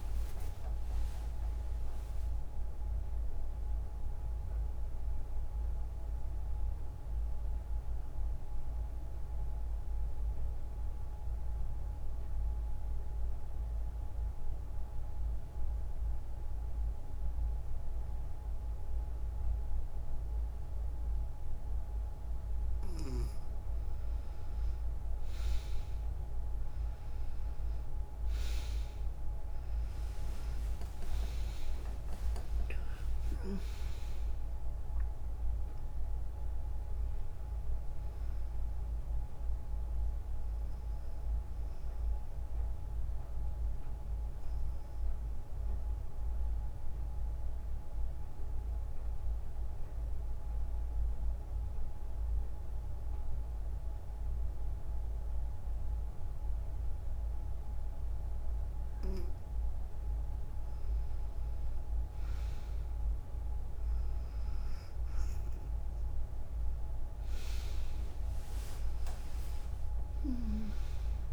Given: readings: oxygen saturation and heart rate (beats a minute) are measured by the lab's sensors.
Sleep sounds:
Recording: breathing in sleep, hard to hear, by a room microphone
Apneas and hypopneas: 2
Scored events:
0.00-6.50 s: oxygen desaturation (device-marked, oxygen 92% lowest, heart rate 56 extreme)
4.50-22.50 s: mixed apnea (oxygen 98% before, 90% lowest, heart rate 67 before, 55 extreme, up 6 after)
23.50-54.50 s: oxygen desaturation (device-marked, oxygen 99% before, 90% lowest, heart rate 60 before, 53 extreme)
28.00-33.00 s: arousal
46.00-60.00 s: obstructive apnea (oxygen 99% before, 91% lowest, heart rate 65 before, 55 extreme, up 9 after)
62.00-66.00 s: arousal
68.50-71.33 s: oxygen desaturation (device-marked, oxygen 98% before, 93% lowest, heart rate 59 before, 54 extreme)
From the record:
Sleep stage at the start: N2 (light sleep)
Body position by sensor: on the right side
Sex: female

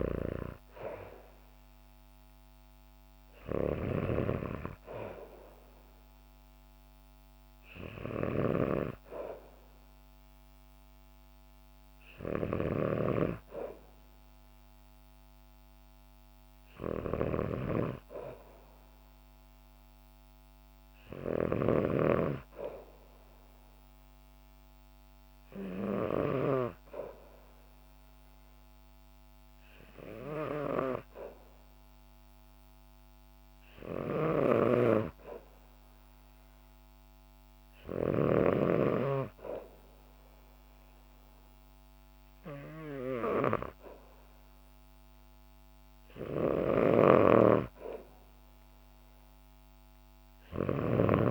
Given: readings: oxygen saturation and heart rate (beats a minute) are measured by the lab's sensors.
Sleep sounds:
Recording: breathing in sleep by a microphone on the trachea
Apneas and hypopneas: none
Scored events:
0.00-15.50 s: oxygen desaturation (device-marked, oxygen 92% lowest, heart rate 59 extreme)
0.00-26.50 s: snoring (device-marked)
34.00-51.31 s: snoring (device-marked)
From the record:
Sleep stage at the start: N2 (light sleep)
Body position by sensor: on the back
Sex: female

